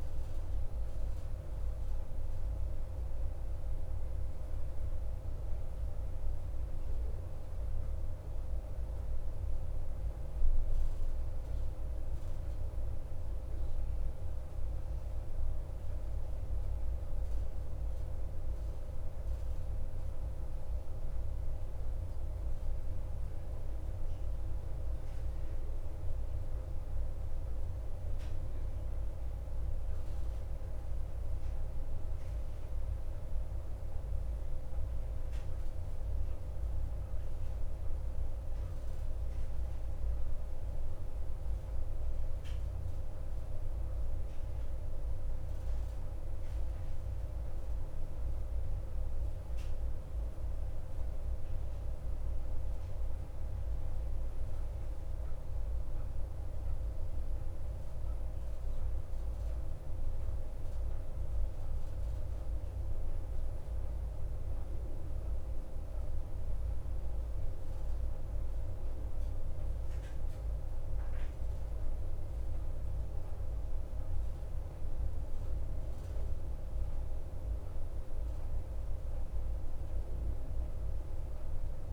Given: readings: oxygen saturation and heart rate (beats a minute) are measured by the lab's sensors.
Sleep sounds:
breathing in sleep, hard to hear, by a room microphone; 1
0.00-31.00 s: oxygen desaturation (device-marked, oxygen 94% before, 90% lowest, heart rate 55 before, 52 extreme)
25.00-43.50 s: hypopnea (oxygen 94% before, 89% lowest, heart rate 55 before, 53 extreme, up 1 after)
46.50-51.00 s: arousal
55.00-81.93 s: oxygen desaturation (device-marked, oxygen 94% before, 89% lowest, heart rate 54 before, 53 extreme)
From the record:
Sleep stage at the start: N1 (lightest sleep); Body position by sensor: on the back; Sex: male

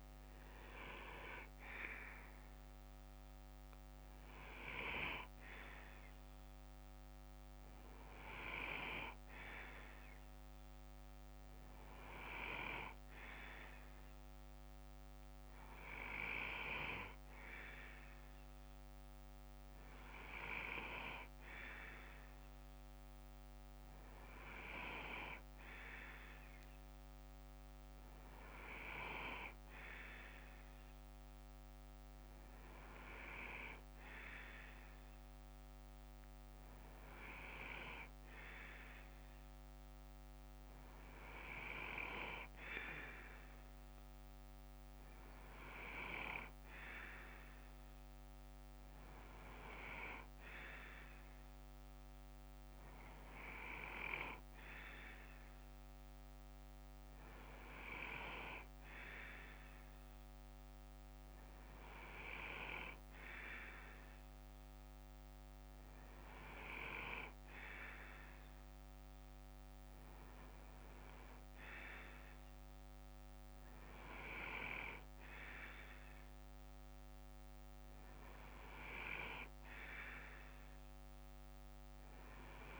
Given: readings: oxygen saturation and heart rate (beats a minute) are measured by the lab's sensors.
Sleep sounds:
breathing in sleep by a microphone on the trachea; none
6.00-14.00 s: bradycardia (device-marked, heart rate 60 before, 56 extreme)
16.00-20.00 s: bradycardia (device-marked, heart rate 60 before, 57 extreme)
25.00-31.00 s: bradycardia (device-marked, heart rate 60 before, 58 extreme)
36.00-39.00 s: bradycardia (device-marked, heart rate 60 before, 55 extreme)
49.00-55.00 s: bradycardia (device-marked, heart rate 61 before, 58 extreme)
58.00-61.00 s: bradycardia (device-marked, heart rate 61 before, 60 extreme)
63.00-69.00 s: bradycardia (device-marked, heart rate 61 before, 56 extreme)
From the record:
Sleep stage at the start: N2 (light sleep); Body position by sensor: on the left side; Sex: male

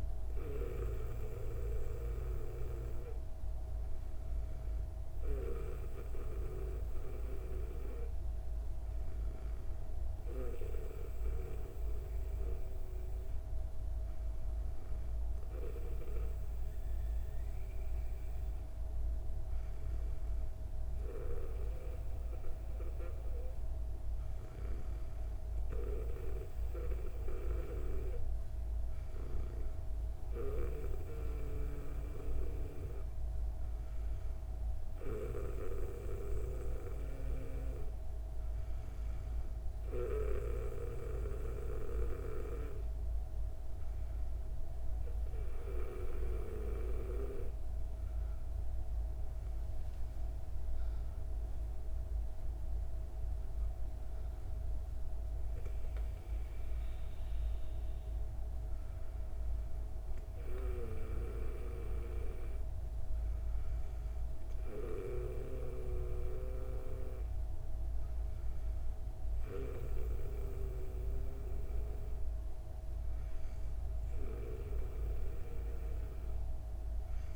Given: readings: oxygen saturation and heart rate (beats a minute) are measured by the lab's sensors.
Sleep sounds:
breathing in sleep by a room microphone; none
47.50-52.00 s: arousal
From the record:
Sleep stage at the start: N2 (light sleep); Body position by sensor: on the back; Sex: female

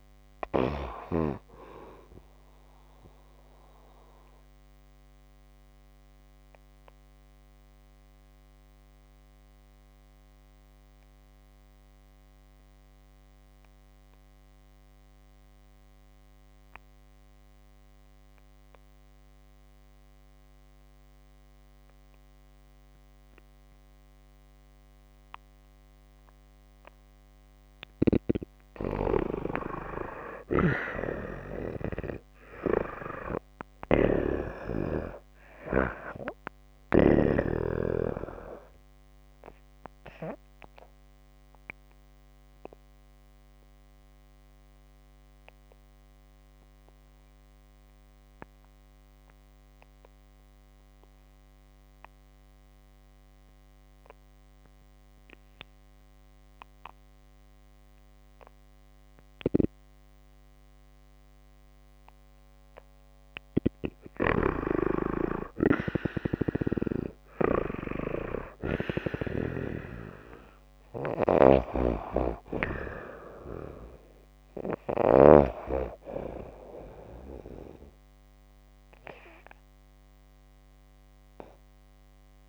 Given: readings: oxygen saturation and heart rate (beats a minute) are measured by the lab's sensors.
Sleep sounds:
breathing in sleep by a microphone on the trachea; 2
0.00-1.00 s: snoring (device-marked)
2.50-27.00 s: obstructive apnea (oxygen 95% before, 87% lowest)
26.50-37.50 s: oxygen desaturation (device-marked, oxygen 93% before, 87% lowest)
28.00-32.00 s: arousal
30.00-36.50 s: snoring (device-marked)
39.50-62.00 s: obstructive apnea (oxygen 96% before, 88% lowest)
63.50-75.00 s: snoring (device-marked)
63.50-81.50 s: oxygen desaturation (device-marked, oxygen 95% before, 88% lowest)
64.00-67.50 s: arousal
81.00-82.49 s: arousal
From the record:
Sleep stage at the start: N2 (light sleep); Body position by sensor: on the back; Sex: female

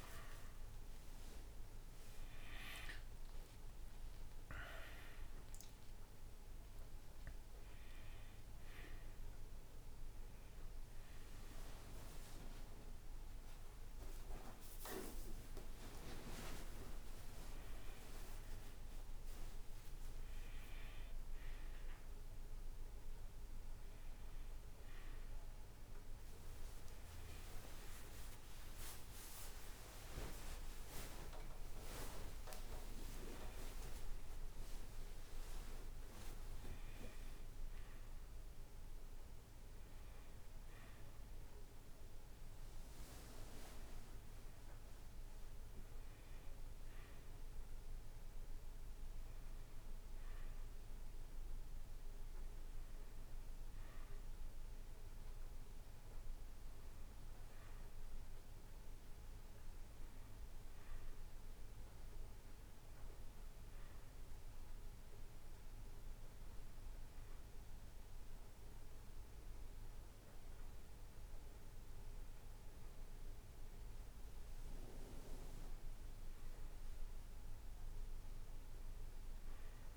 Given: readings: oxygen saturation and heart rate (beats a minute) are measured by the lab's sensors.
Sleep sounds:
a person awake in a sleep study, by a room microphone; none
34.00-39.00 s: oxygen desaturation (device-marked, oxygen 97% before, 95% lowest)
52.00-79.97 s: new sleep stage, N1 (lightest sleep)
From the record:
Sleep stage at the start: awake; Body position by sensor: on the right side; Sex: male

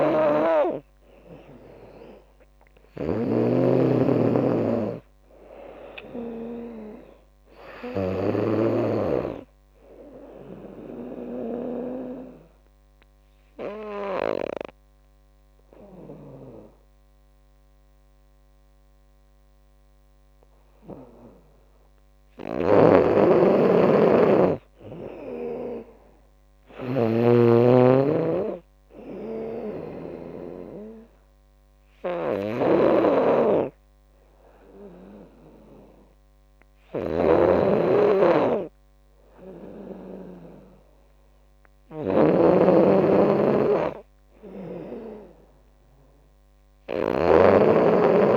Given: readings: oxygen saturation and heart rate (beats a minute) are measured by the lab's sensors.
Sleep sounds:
breathing in sleep by a microphone on the trachea; 2
0.00-9.00 s: snoring (device-marked)
0.00-14.00 s: drop in pulse transit time (device-marked, heart rate 81 before, 79 extreme)
0.00-14.00 s: oxygen desaturation (device-marked, oxygen 95% before, 91% lowest, heart rate 80 before, 72 extreme)
9.50-21.50 s: obstructive apnea (oxygen 95% before, 91% lowest, heart rate 83 before, 70 extreme, up 8 after)
22.50-48.37 s: snoring (device-marked)
24.00-26.50 s: arousal
27.00-37.00 s: drop in pulse transit time (device-marked, heart rate 79 before, 72 extreme)
29.00-40.50 s: obstructive apnea (oxygen 97% before, 91% lowest, heart rate 78 before, 70 extreme, up 9 after)
35.00-46.00 s: oxygen desaturation (device-marked, oxygen 97% before, 91% lowest, heart rate 78 before, 70 extreme)
From the record:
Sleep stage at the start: N2 (light sleep); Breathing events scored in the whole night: 289 in 4.2 hours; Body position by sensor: on the back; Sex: female

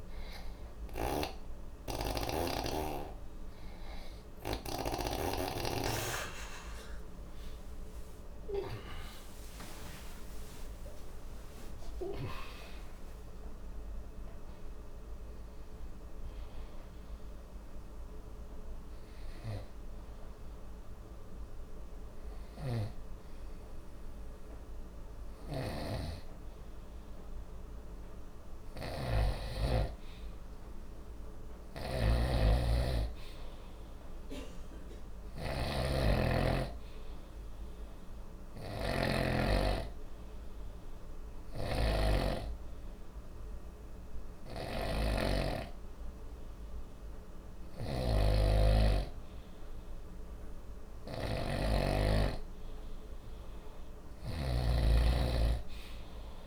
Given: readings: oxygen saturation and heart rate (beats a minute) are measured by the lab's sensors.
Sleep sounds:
breathing in sleep by a room microphone; 2
0.00-5.00 s: snoring (device-marked)
6.50-18.50 s: oxygen desaturation (device-marked, oxygen 96% before, 92% lowest, heart rate 58 before, 50 extreme)
7.00-12.50 s: arousal
17.00-29.00 s: hypopnea (oxygen 96% before, 92% lowest, heart rate 87 before, 50 extreme, up 4 after)
25.50-56.47 s: snoring (device-marked)
30.50-34.00 s: arousal
38.00-49.00 s: hypopnea (oxygen 96% before, 92% lowest, heart rate 62 before, 50 extreme, up 7 after)
49.50-53.00 s: arousal
From the record:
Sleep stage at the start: N2 (light sleep); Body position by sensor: on the right side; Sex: male

